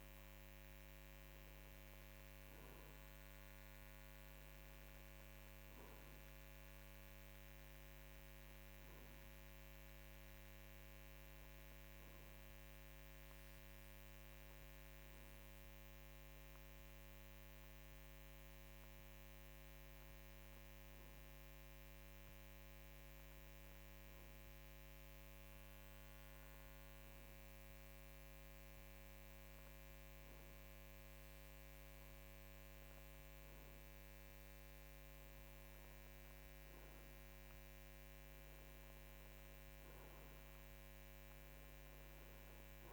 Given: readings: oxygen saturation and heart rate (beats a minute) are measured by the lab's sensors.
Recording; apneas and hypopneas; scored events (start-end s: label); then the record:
breathing in sleep, hard to hear, by a microphone on the trachea; none
none scored
From the record:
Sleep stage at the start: N2 (light sleep); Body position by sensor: on the right side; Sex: male